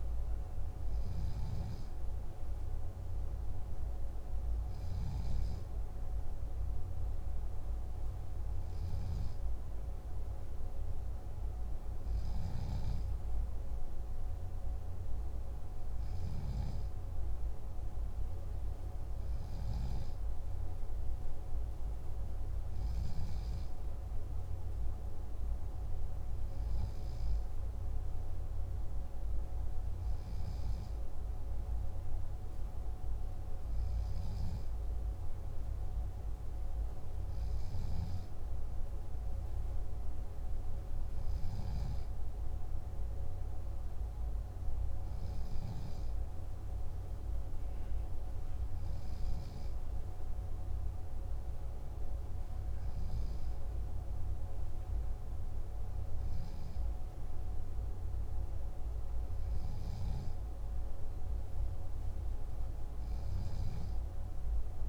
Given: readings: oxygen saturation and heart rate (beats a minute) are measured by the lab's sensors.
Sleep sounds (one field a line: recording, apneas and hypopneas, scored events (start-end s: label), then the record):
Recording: breathing in sleep, hard to hear, by a room microphone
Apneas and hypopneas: none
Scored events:
none scored
From the record:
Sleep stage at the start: N3 (deep sleep)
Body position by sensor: on the left side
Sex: male